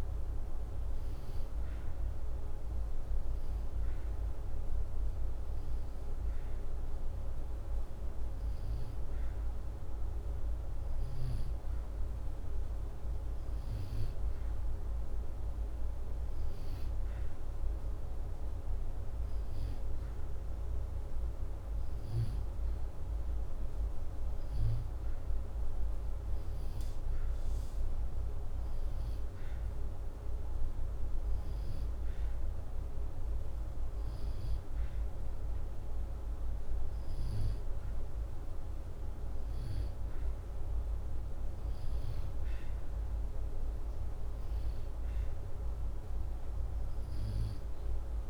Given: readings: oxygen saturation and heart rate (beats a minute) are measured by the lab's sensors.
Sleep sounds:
breathing in sleep, hard to hear, by a room microphone; none
none scored
From the record:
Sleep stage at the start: N2 (light sleep); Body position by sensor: upright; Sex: male

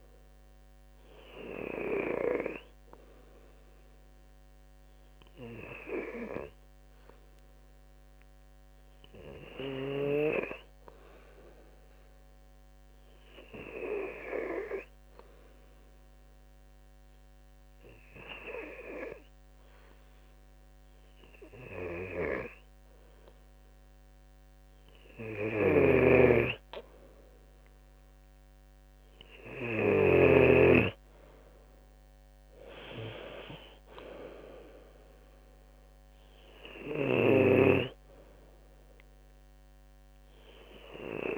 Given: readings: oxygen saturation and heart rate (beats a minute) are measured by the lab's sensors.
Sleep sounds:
breathing in sleep by a microphone on the trachea; 1
1.50-23.50 s: hypopnea (oxygen 95% before, 91% lowest, heart rate 69 before, 68 extreme, up 2 after)
25.00-30.00 s: snoring (device-marked)
27.00-30.00 s: arousal
From the record:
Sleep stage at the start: N2 (light sleep); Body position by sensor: on the left side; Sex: male

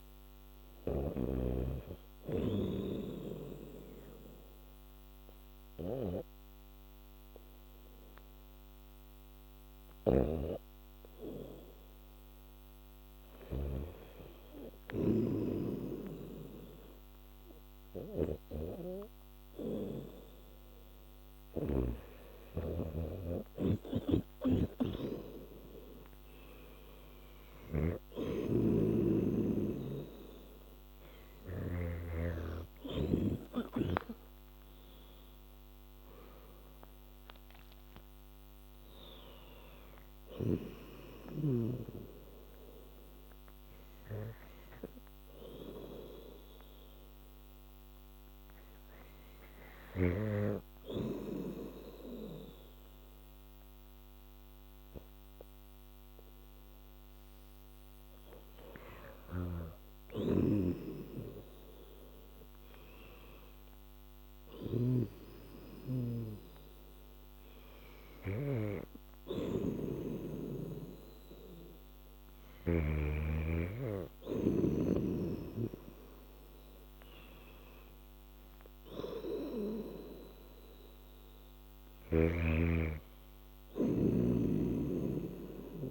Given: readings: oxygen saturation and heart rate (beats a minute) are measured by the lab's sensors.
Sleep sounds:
breathing in sleep by a microphone on the trachea; 1
10.00-22.00 s: snoring (device-marked)
22.00-28.00 s: oxygen desaturation (device-marked, oxygen 96% before, 91% lowest, heart rate 77 before, 79 extreme)
24.00-32.00 s: snoring (device-marked)
34.50-39.00 s: arousal
44.50-58.00 s: hypopnea (oxygen 96% before, 90% lowest, heart rate 90 before, 80 extreme, up 8 after)
59.50-63.00 s: arousal
60.00-73.00 s: snoring (device-marked)
60.00-76.00 s: oxygen desaturation (device-marked, oxygen 98% before, 90% lowest, heart rate 85 before, 78 extreme)
From the record:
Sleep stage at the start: N2 (light sleep); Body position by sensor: on the back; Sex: female

